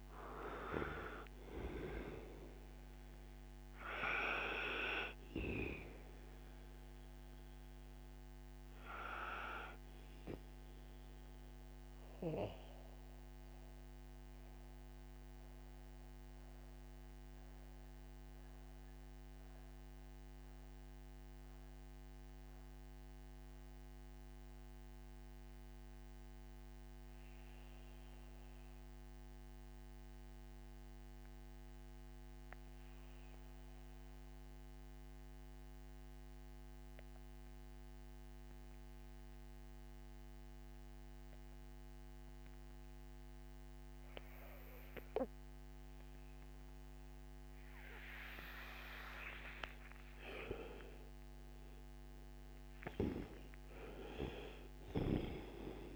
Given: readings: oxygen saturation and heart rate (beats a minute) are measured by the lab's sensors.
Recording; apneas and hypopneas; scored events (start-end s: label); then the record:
breathing in sleep by a microphone on the trachea; 1
0.00-28.50 s: oxygen desaturation (device-marked, oxygen 78% lowest, heart rate 53 extreme)
7.00-48.00 s: mixed apnea (oxygen 98% before, 78% lowest, heart rate 62 before, 57 extreme, up 7 after)
44.50-55.96 s: oxygen desaturation (device-marked, oxygen 98% before, 78% lowest, heart rate 59 before, 59 extreme)
49.50-53.50 s: arousal
From the record:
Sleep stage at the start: N2 (light sleep); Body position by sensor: on the right side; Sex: male